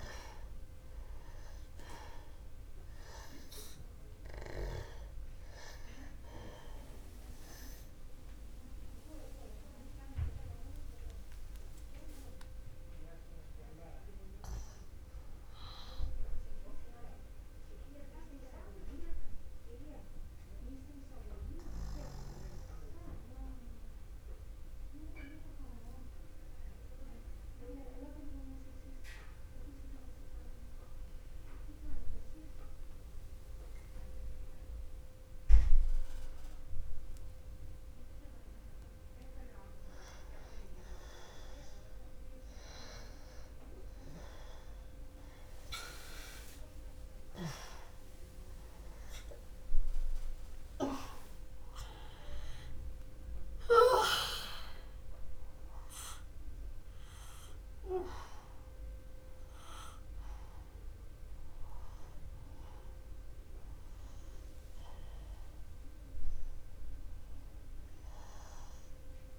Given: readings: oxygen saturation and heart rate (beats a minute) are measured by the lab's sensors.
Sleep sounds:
breathing in sleep by a room microphone; 1
0.00-22.00 s: oxygen desaturation (device-marked, oxygen 88% lowest, heart rate 27 extreme)
13.00-16.50 s: arousal
18.50-40.50 s: mixed apnea (oxygen 96% before, 87% lowest)
41.00-45.00 s: arousal
42.00-69.39 s: oxygen desaturation (device-marked, oxygen 97% before, 87% lowest)
From the record:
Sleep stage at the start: N2 (light sleep); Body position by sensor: on the back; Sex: male

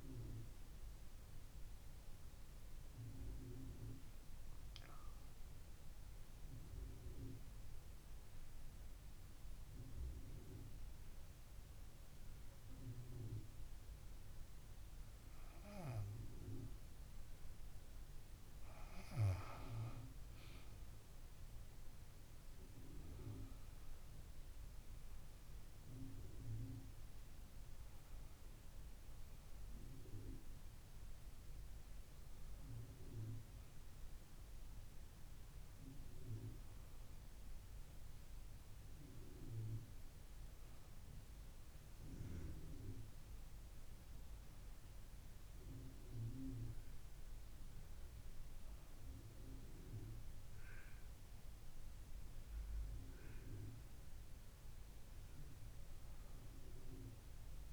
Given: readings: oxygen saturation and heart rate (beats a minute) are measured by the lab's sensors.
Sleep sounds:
breathing in sleep by a room microphone; 1
5.50-15.50 s: central apnea (oxygen 96% before, 94% lowest, heart rate 77 before, 68 extreme, up 3 after)
19.00-23.00 s: arousal
25.00-42.00 s: oxygen desaturation (device-marked, oxygen 98% before, 94% lowest, heart rate 71 before, 68 extreme)
From the record:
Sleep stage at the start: N2 (light sleep); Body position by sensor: on the back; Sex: female

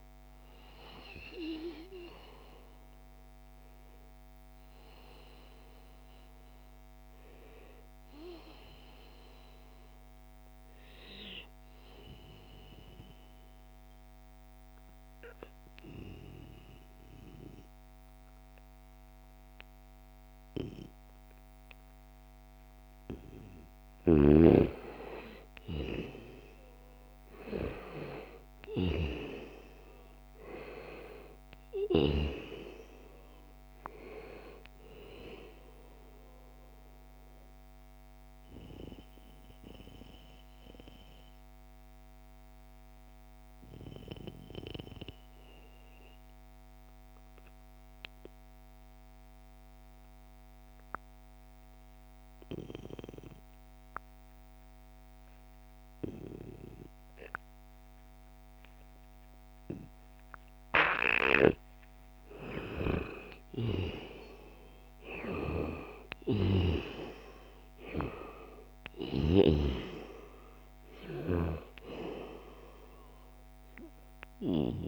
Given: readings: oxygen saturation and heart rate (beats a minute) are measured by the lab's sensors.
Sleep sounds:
breathing in sleep by a microphone on the trachea; 2
9.00-22.50 s: obstructive apnea (oxygen 95% before, 89% lowest, heart rate 78 before, 66 extreme, up 4 after)
23.50-46.50 s: oxygen desaturation (device-marked, oxygen 98% before, 90% lowest, heart rate 71 before, 65 extreme)
26.50-31.00 s: arousal
36.00-60.00 s: mixed apnea (oxygen 98% before, 89% lowest, heart rate 70 before, 65 extreme, up 5 after)
61.50-67.00 s: arousal
62.50-74.88 s: oxygen desaturation (device-marked, oxygen 96% before, 89% lowest, heart rate 66 before, 58 extreme)
From the record:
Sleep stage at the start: N2 (light sleep); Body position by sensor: on the back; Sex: male

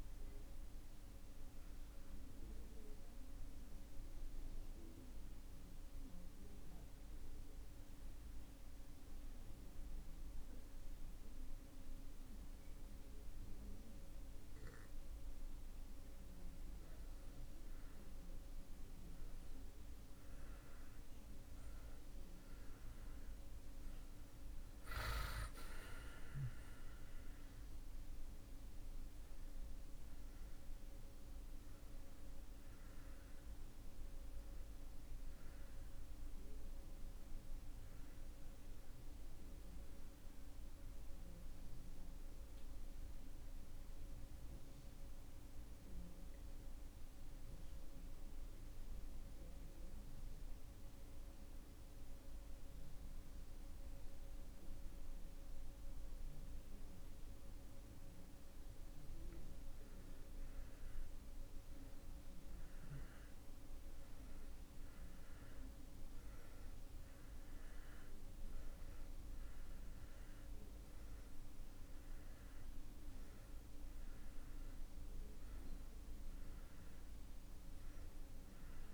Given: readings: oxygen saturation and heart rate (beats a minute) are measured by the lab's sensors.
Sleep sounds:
breathing in sleep, hard to hear, by a room microphone; 2
0.00-10.50 s: oxygen desaturation (device-marked, oxygen 83% lowest)
1.50-15.00 s: mixed apnea (oxygen 96% before, 84% lowest)
21.00-25.50 s: arousal
33.50-57.50 s: oxygen desaturation (device-marked, oxygen 94% before, 84% lowest)
40.00-58.50 s: mixed apnea (oxygen 95% before, 84% lowest)
61.00-65.50 s: arousal
72.50-78.93 s: oxygen desaturation (device-marked, oxygen 97% before, 84% lowest)
From the record:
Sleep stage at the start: N2 (light sleep); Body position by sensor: on the back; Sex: male

